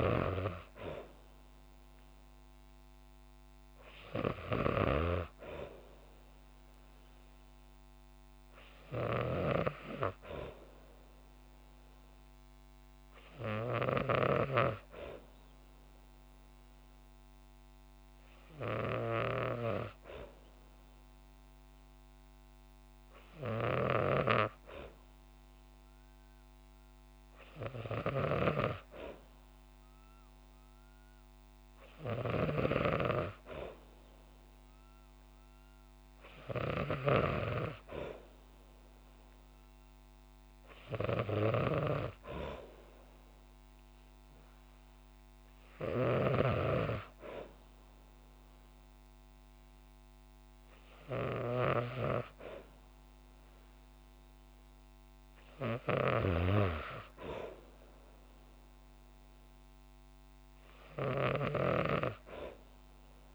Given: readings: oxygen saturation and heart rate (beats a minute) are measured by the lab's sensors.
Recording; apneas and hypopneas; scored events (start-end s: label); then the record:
breathing in sleep by a microphone on the trachea; none
36.00-45.50 s: snoring (device-marked)
60.50-63.35 s: snoring (device-marked)
From the record:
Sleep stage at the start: N2 (light sleep); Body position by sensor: on the back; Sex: female